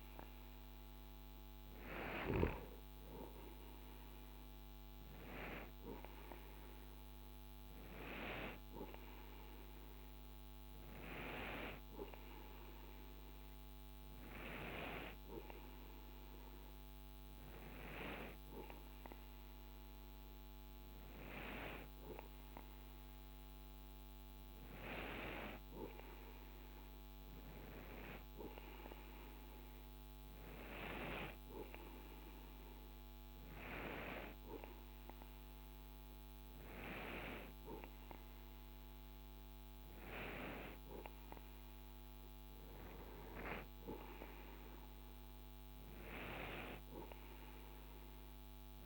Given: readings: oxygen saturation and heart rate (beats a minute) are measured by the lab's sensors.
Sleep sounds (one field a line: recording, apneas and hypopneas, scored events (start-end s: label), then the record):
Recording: breathing in sleep by a microphone on the trachea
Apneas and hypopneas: none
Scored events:
none scored
From the record:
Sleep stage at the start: N2 (light sleep)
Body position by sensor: on the right side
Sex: male